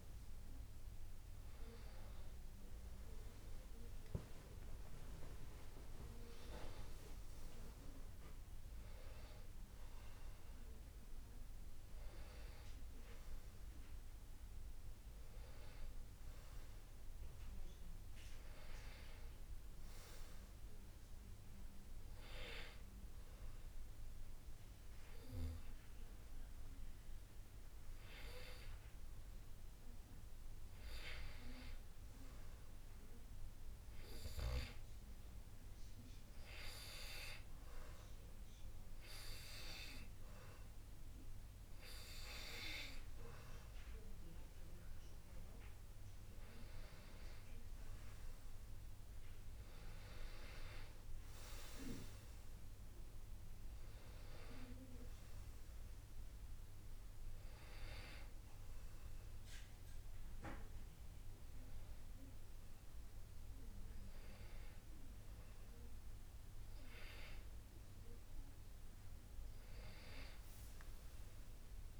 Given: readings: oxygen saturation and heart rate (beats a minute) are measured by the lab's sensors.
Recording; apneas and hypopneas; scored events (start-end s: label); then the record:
a person partly awake in a sleep study, by a room microphone; 1
4.50-72.00 s: new sleep stage, N2 (light sleep)
34.50-46.00 s: hypopnea (oxygen 97% before, 92% lowest, heart rate 83 before, 80 extreme, up 4 after)
38.50-68.50 s: oxygen desaturation (device-marked, oxygen 96% before, 92% lowest, heart rate 81 before, 80 extreme)
48.50-53.00 s: arousal
From the record:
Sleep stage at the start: awake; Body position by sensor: on the back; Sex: male